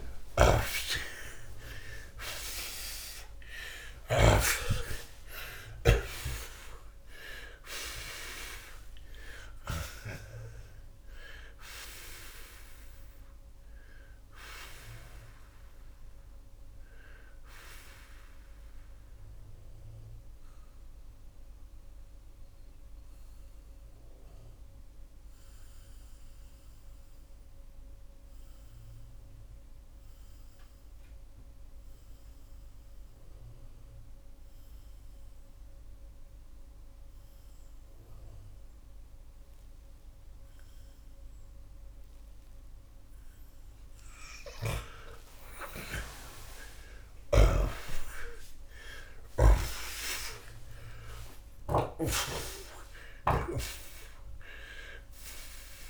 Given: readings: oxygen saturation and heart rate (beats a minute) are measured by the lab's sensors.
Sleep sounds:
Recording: breathing in sleep by a room microphone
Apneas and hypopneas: 1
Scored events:
0.00-1.50 s: arousal
0.00-4.00 s: snoring (device-marked)
6.00-42.00 s: oxygen desaturation (device-marked, oxygen 93% before, 77% lowest)
20.00-43.00 s: mixed apnea (oxygen 93% before, 77% lowest)
44.00-49.50 s: snoring (device-marked)
46.00-51.00 s: arousal
From the record:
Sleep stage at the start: N2 (light sleep)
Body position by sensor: on the back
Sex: male

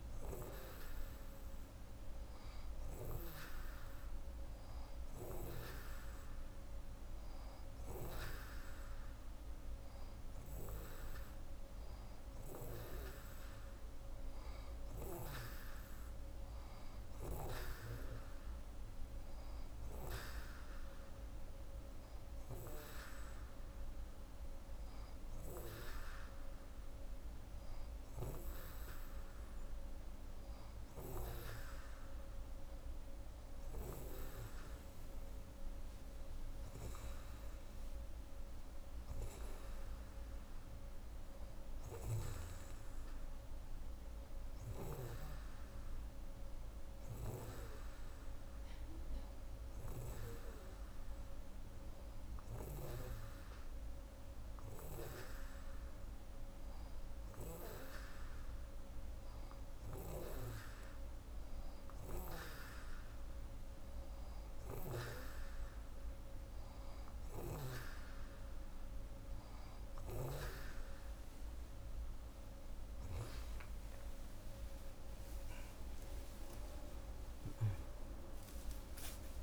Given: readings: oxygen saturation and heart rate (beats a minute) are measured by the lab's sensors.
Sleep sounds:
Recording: breathing in sleep by a room microphone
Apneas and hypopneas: 1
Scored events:
36.00-40.00 s: arousal
45.50-58.00 s: hypopnea (oxygen 90% before, 89% lowest, heart rate 59 before, 46 extreme, up 43 after)
74.00-79.42 s: arousal
From the record:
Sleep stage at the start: N2 (light sleep)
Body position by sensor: on the right side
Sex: female

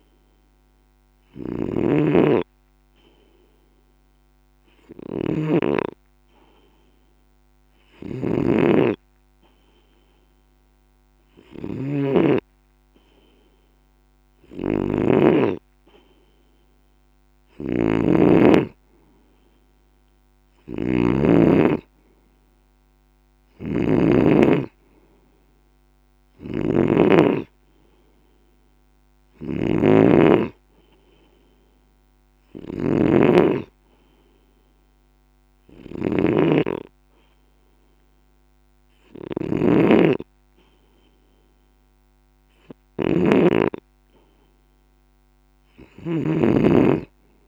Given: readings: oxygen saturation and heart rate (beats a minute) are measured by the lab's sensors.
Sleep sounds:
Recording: breathing in sleep by a microphone on the trachea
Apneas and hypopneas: 1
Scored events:
0.00-47.47 s: snoring (device-marked)
32.00-43.00 s: hypopnea (oxygen 96% before, 93% lowest)
46.00-47.47 s: arousal
From the record:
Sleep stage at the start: N2 (light sleep)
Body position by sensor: on the left side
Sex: male

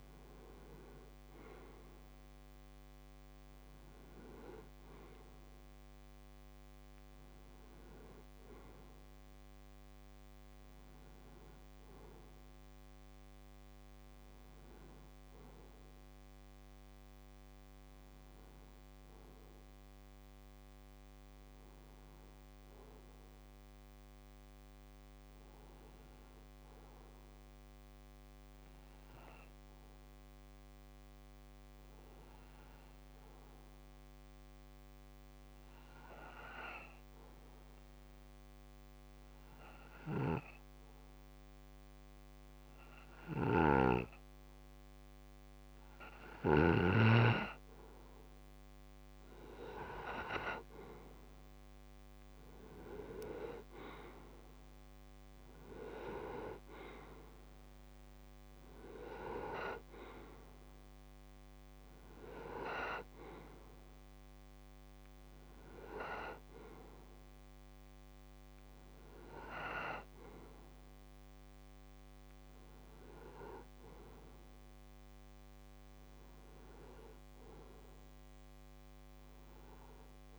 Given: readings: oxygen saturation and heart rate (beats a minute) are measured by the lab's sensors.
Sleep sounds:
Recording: breathing in sleep by a microphone on the trachea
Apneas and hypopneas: 1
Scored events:
0.00-13.00 s: oxygen desaturation (device-marked, oxygen 90% lowest)
24.50-45.50 s: obstructive apnea (oxygen 96% before, 90% lowest)
40.00-75.00 s: oxygen desaturation (device-marked, oxygen 97% before, 90% lowest)
43.00-46.50 s: snoring (device-marked)
50.50-53.50 s: arousal
From the record:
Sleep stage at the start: N2 (light sleep)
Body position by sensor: on the right side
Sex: male

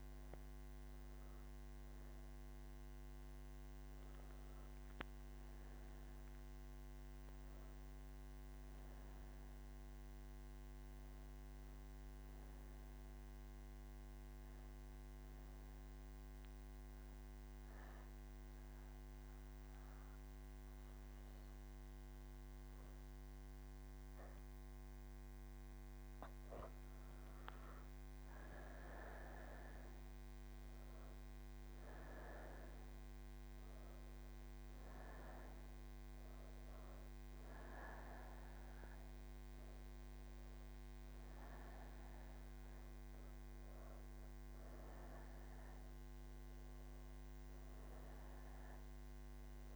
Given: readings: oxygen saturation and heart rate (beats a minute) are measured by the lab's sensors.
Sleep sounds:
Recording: breathing in sleep, hard to hear, by a microphone on the trachea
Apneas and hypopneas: 1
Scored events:
12.50-26.00 s: obstructive apnea (oxygen 97% before, 95% lowest)
From the record:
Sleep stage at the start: N3 (deep sleep)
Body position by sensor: on the right side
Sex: female

